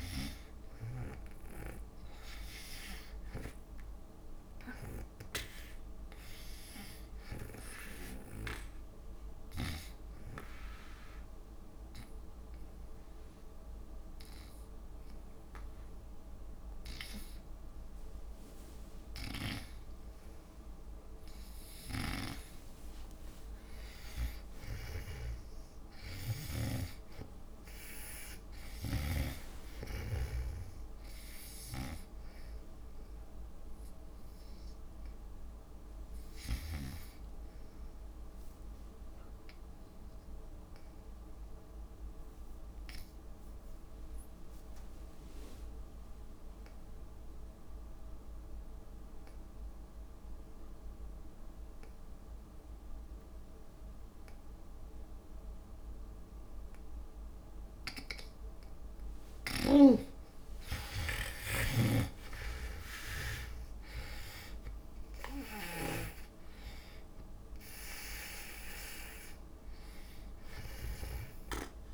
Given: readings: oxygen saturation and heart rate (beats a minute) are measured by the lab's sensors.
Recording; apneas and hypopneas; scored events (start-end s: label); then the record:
breathing in sleep by a room microphone; 2
6.50-19.50 s: oxygen desaturation (device-marked, oxygen 97% before, 88% lowest)
8.00-20.00 s: obstructive apnea (oxygen 98% before, 68% lowest)
22.00-27.00 s: snoring (device-marked)
23.00-28.00 s: arousal
30.50-41.50 s: oxygen desaturation (device-marked, oxygen 96% before, 88% lowest)
39.50-59.00 s: obstructive apnea (oxygen 96% before, 68% lowest)
50.50-71.93 s: oxygen desaturation (device-marked, oxygen 96% before, 68% lowest)
57.00-59.00 s: long interval between heartbeats (device-marked)
60.50-64.50 s: arousal
62.00-66.00 s: snoring (device-marked)
From the record:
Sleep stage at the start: N2 (light sleep); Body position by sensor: on the back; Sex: female